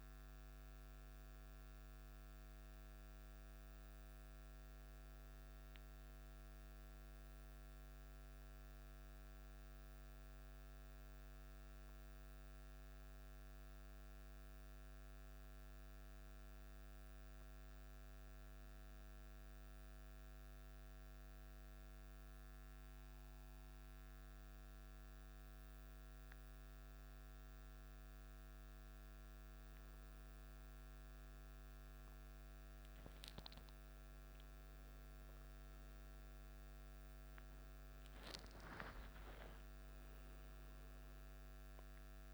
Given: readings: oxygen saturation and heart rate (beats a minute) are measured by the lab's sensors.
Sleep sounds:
breathing in sleep, hard to hear, by a microphone on the trachea; 1
13.00-26.50 s: hypopnea (oxygen 99% before, 95% lowest, heart rate 52 before, 51 extreme, up 2 after)
34.00-39.50 s: arousal
36.00-42.34 s: oxygen desaturation (device-marked, oxygen 99% before, 95% lowest, heart rate 51 before, 52 extreme)
From the record:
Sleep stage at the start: N1 (lightest sleep); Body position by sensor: on the back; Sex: male

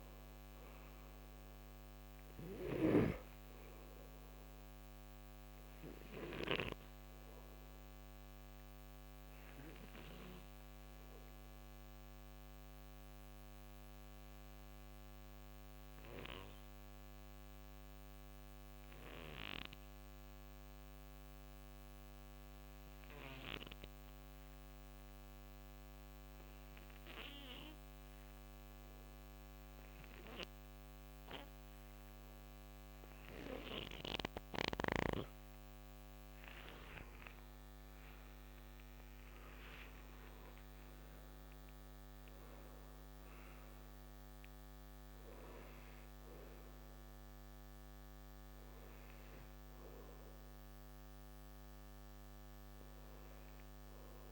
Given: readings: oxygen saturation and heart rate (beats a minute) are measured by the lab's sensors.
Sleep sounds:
breathing in sleep by a microphone on the trachea; 1
0.00-1.50 s: arousal
2.00-6.00 s: snoring (device-marked)
10.00-32.50 s: obstructive apnea (oxygen 96% before, 89% lowest, heart rate 71 before, 50 extreme, up 31 after)
34.00-39.00 s: snoring (device-marked)
34.00-53.00 s: oxygen desaturation (device-marked, oxygen 98% before, 89% lowest, heart rate 57 before, 50 extreme)
35.50-39.50 s: arousal
From the record:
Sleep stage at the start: N2 (light sleep); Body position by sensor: on the right side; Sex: male

